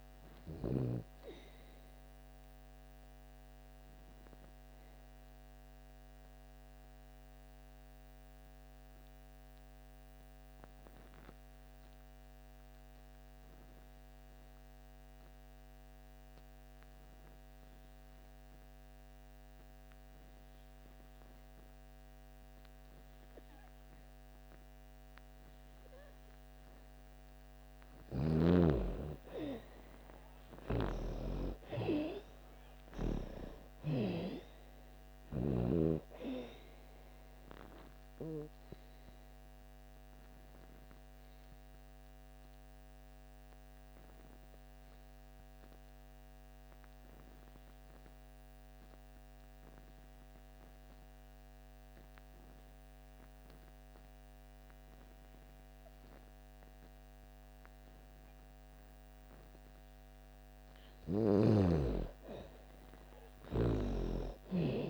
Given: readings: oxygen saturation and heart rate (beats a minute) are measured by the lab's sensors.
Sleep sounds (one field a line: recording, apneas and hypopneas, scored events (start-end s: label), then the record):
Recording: breathing in sleep by a microphone on the trachea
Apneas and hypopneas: 2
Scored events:
0.00-20.50 s: oxygen desaturation (device-marked, oxygen 80% lowest)
2.50-26.00 s: obstructive apnea (oxygen 98% before, 80% lowest)
25.50-55.50 s: oxygen desaturation (device-marked, oxygen 98% before, 82% lowest)
29.50-33.00 s: arousal
38.00-59.00 s: obstructive apnea (oxygen 98% before, 80% lowest)
63.00-64.90 s: snoring (device-marked)
63.50-64.90 s: oxygen desaturation (device-marked, oxygen 97% before, 81% lowest)
From the record:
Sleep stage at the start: N2 (light sleep)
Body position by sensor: on the back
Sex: female